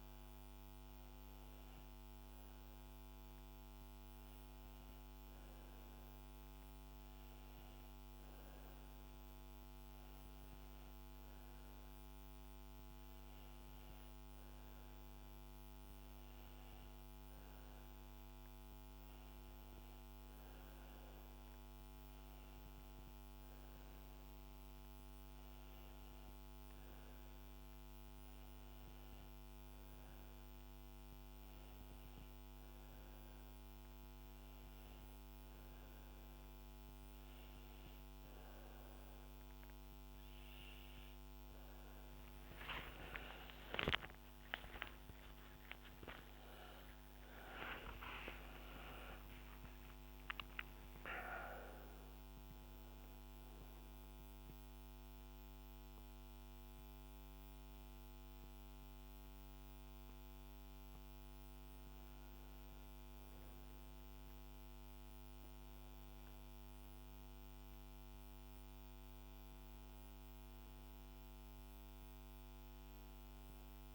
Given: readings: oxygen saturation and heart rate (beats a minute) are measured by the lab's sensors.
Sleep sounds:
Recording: breathing in sleep by a microphone on the trachea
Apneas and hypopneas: none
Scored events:
44.50-50.00 s: arousal
From the record:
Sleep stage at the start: N1 (lightest sleep)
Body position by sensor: on the back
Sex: female

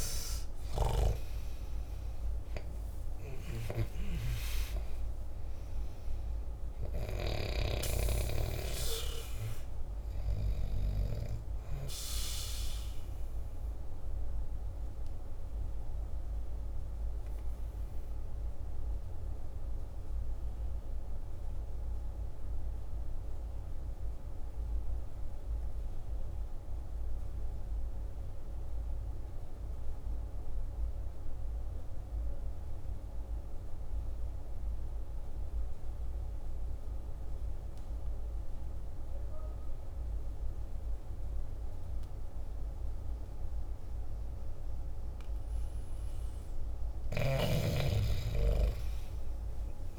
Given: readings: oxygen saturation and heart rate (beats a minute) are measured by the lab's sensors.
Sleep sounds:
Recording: breathing in sleep by a room microphone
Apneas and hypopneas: 1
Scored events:
0.00-4.00 s: arousal
0.00-25.00 s: oxygen desaturation (device-marked, oxygen 84% lowest, heart rate 48 extreme)
14.00-45.50 s: obstructive apnea (oxygen 99% before, 84% lowest, heart rate 57 before, 47 extreme, up 11 after)
45.00-49.98 s: oxygen desaturation (device-marked, oxygen 98% before, 88% lowest, heart rate 49 before, 47 extreme)
48.50-49.98 s: arousal
From the record:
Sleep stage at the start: N2 (light sleep)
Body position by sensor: on the back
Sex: male

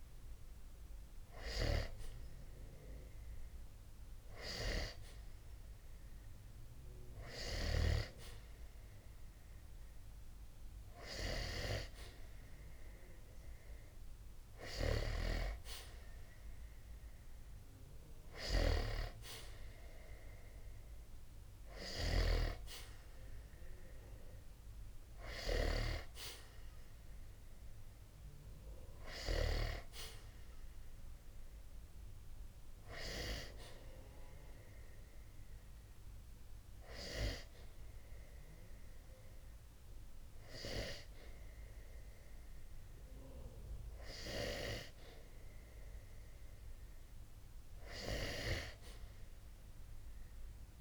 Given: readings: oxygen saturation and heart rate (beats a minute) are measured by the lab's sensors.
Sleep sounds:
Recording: breathing in sleep by a room microphone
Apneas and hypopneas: 1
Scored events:
27.00-30.50 s: arousal
35.00-46.00 s: hypopnea (oxygen 94% before, 91% lowest, heart rate 62 before, 60 extreme, up 6 after)
46.50-50.00 s: arousal
49.50-50.81 s: oxygen desaturation (device-marked, oxygen 94% before, 91% lowest, heart rate 60 before, 60 extreme)
From the record:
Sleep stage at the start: N2 (light sleep)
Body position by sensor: on the back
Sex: male

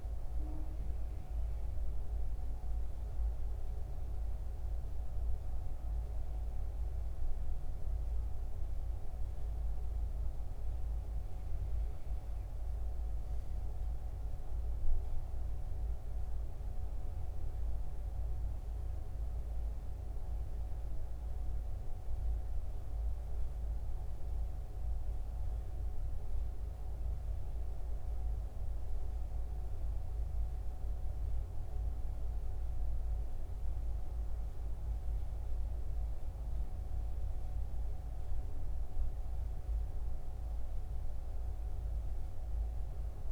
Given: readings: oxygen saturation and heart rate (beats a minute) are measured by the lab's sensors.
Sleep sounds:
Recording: breathing in sleep, hard to hear, by a room microphone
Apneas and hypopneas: none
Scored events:
none scored
From the record:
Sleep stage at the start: N1 (lightest sleep)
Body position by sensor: on the back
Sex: male

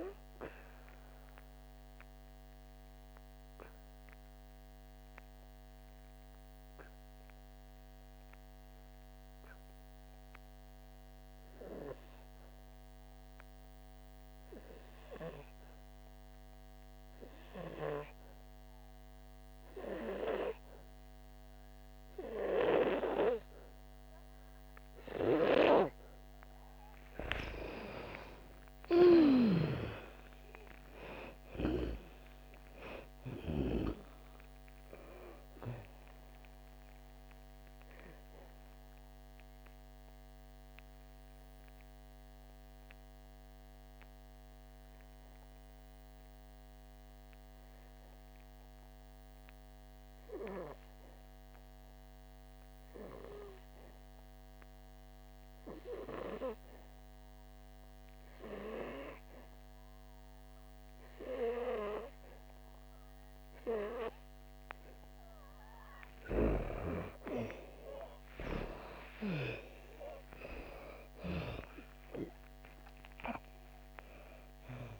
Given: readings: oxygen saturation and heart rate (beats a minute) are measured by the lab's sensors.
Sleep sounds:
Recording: breathing in sleep by a microphone on the trachea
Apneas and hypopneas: 2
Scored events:
0.00-15.00 s: oxygen desaturation (device-marked, oxygen 88% lowest, heart rate 56 extreme)
0.50-26.50 s: obstructive apnea (oxygen 98% before, 88% lowest, heart rate 70 before, 55 extreme, up 4 after)
24.00-60.00 s: oxygen desaturation (device-marked, oxygen 98% before, 88% lowest, heart rate 60 before, 55 extreme)
28.00-33.00 s: arousal
37.00-66.00 s: obstructive apnea (oxygen 98% before, 88% lowest, heart rate 63 before, 55 extreme, up 11 after)
68.00-73.00 s: arousal
68.00-75.00 s: oxygen desaturation (device-marked, oxygen 98% before, 88% lowest, heart rate 59 before, 53 extreme)
From the record:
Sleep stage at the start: N2 (light sleep)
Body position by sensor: on the back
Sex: female

